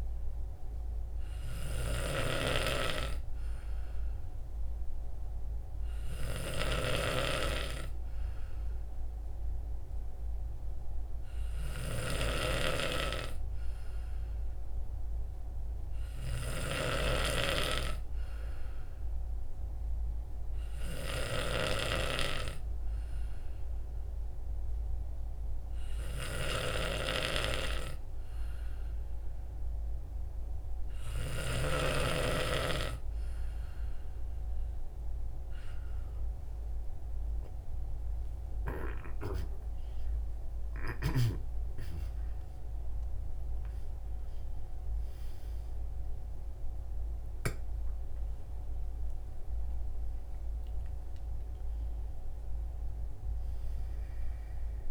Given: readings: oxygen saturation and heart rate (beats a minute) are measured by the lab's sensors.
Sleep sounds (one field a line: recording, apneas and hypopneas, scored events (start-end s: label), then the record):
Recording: breathing in sleep by a room microphone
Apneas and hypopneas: none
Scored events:
none scored
From the record:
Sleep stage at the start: N2 (light sleep)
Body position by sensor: on the right side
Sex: male